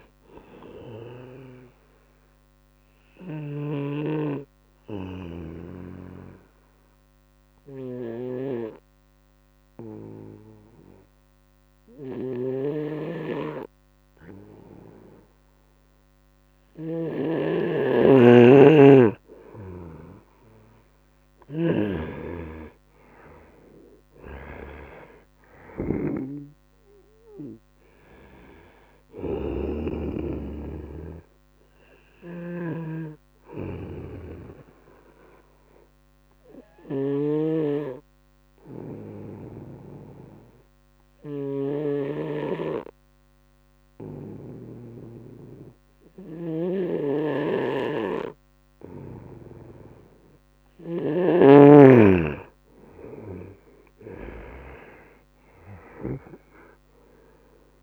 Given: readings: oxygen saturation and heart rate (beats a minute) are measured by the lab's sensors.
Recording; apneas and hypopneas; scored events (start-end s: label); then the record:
breathing in sleep by a microphone on the trachea; 2
0.00-3.50 s: snoring (device-marked)
2.50-17.00 s: obstructive apnea (oxygen 97% before, 91% lowest, heart rate 76 before, 74 extreme, up 1 after)
9.00-19.00 s: oxygen desaturation (device-marked, oxygen 97% before, 91% lowest, heart rate 77 before, 74 extreme)
12.50-21.50 s: snoring (device-marked)
22.00-25.50 s: arousal
31.50-50.50 s: snoring (device-marked)
33.00-47.00 s: oxygen desaturation (device-marked, oxygen 97% before, 91% lowest, heart rate 76 before, 74 extreme)
33.00-49.50 s: obstructive apnea (oxygen 97% before, 91% lowest, heart rate 76 before, 73 extreme, up 3 after)
52.50-56.00 s: arousal
From the record:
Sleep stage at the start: N2 (light sleep); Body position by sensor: on the right side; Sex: male